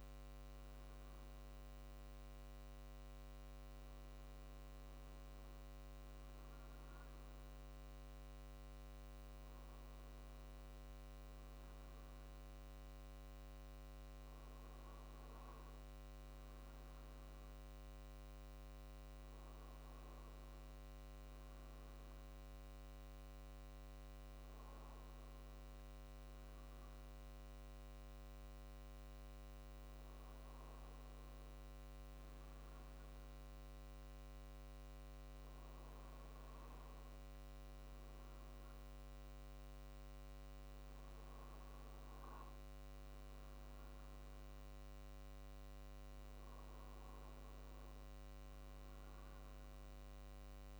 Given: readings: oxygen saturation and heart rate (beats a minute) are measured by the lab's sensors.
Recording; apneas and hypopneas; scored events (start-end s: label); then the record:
breathing in sleep, hard to hear, by a microphone on the trachea; none
none scored
From the record:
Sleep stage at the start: N1 (lightest sleep); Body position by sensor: on the right side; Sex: male